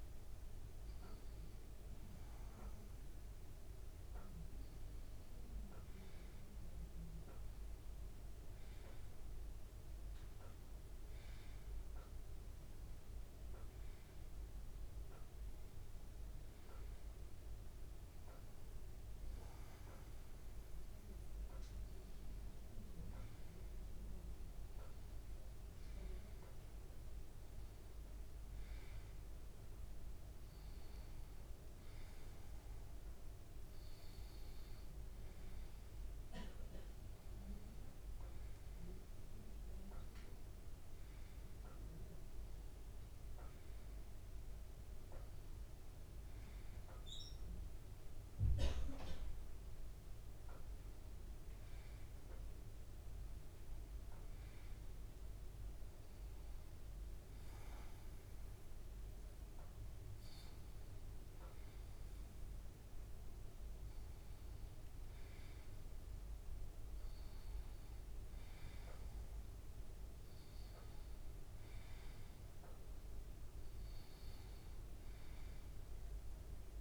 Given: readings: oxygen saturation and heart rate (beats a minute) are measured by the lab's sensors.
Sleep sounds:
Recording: breathing in sleep, hard to hear, by a room microphone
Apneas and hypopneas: none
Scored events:
none scored
From the record:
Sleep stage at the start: N2 (light sleep)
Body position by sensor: on the right side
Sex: male

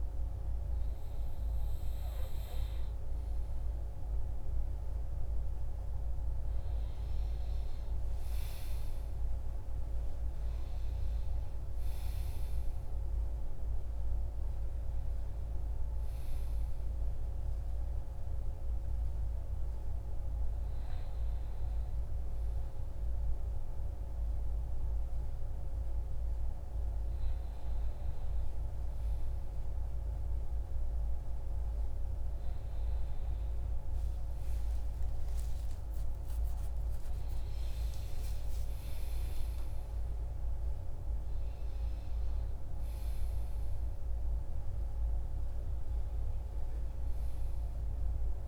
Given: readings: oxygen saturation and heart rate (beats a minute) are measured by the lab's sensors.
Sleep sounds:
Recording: breathing in sleep, hard to hear, by a room microphone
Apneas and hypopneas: 1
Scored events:
17.50-47.50 s: new sleep stage, N2 (light sleep)
18.00-35.00 s: hypopnea (oxygen 98% before, 95% lowest, heart rate 67 before, 63 extreme, up 33 after)
35.50-39.50 s: arousal
47.50-48.47 s: new sleep stage, REM sleep
From the record:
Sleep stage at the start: N1 (lightest sleep)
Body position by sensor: on the back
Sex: male

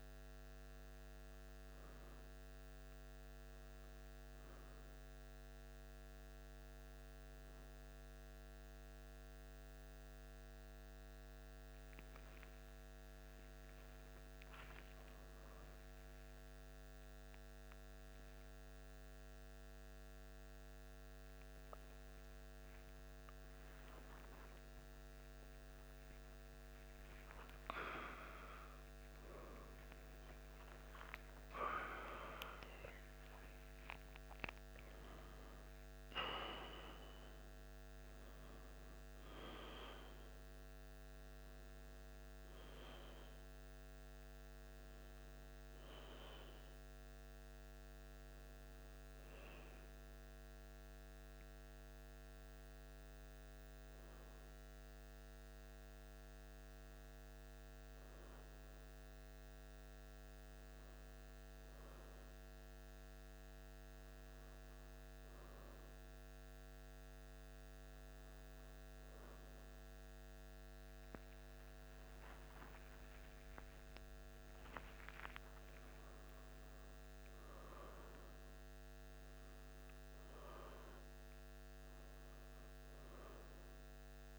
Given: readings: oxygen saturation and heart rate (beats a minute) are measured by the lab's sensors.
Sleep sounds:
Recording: a person awake in a sleep study, by a microphone on the trachea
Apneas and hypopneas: none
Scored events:
7.00-84.39 s: new sleep stage, awake
22.00-28.00 s: tachycardia (device-marked, heart rate 77 before, 126 extreme)
From the record:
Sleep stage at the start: N1 (lightest sleep)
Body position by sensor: on the back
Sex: male

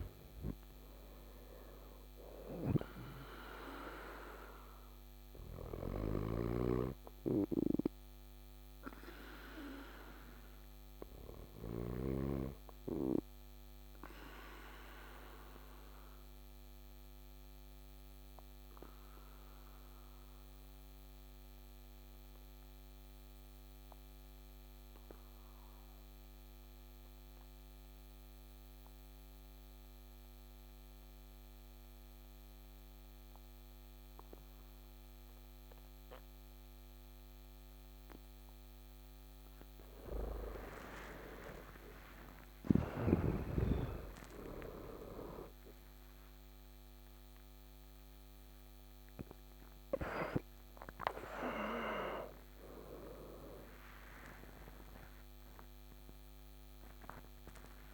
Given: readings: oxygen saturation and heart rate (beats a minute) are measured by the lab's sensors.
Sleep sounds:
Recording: breathing in sleep by a microphone on the trachea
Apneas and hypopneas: 1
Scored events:
0.00-11.50 s: oxygen desaturation (device-marked, oxygen 94% lowest, heart rate 55 extreme)
8.00-39.00 s: obstructive apnea (oxygen 99% before, 85% lowest, heart rate 61 before, 55 extreme, up 14 after)
37.50-57.94 s: oxygen desaturation (device-marked, oxygen 99% before, 85% lowest, heart rate 56 before, 63 extreme)
44.50-57.94 s: new sleep stage, awake
From the record:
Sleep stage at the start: N2 (light sleep)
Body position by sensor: on the back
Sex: male

